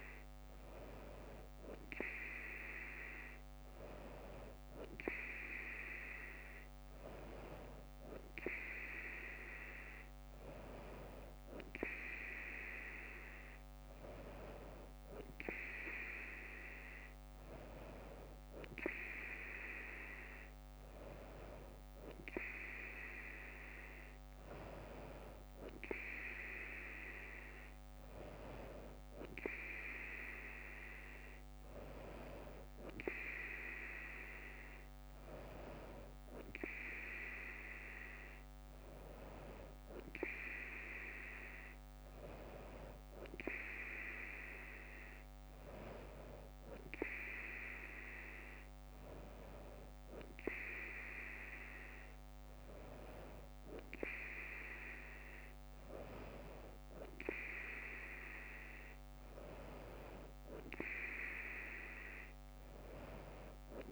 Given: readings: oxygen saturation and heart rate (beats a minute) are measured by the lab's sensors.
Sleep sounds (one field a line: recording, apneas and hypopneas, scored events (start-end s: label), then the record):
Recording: breathing in sleep by a microphone on the trachea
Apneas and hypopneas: none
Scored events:
none scored
From the record:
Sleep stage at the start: N3 (deep sleep)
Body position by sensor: on the front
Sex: female